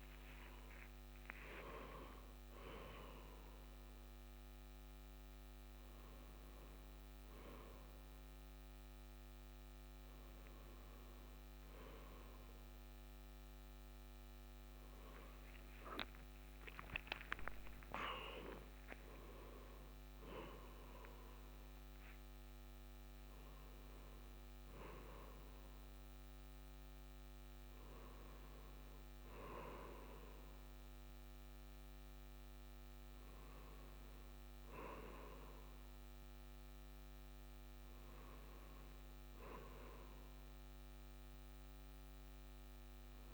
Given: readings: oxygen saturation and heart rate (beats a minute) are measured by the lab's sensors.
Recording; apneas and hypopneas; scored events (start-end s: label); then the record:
a person awake in a sleep study, by a microphone on the trachea; none
14.50-19.50 s: tachycardia (device-marked, heart rate 63 before, 121 extreme)
24.50-43.34 s: new sleep stage, N1 (lightest sleep)
From the record:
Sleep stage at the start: awake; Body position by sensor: on the back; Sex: male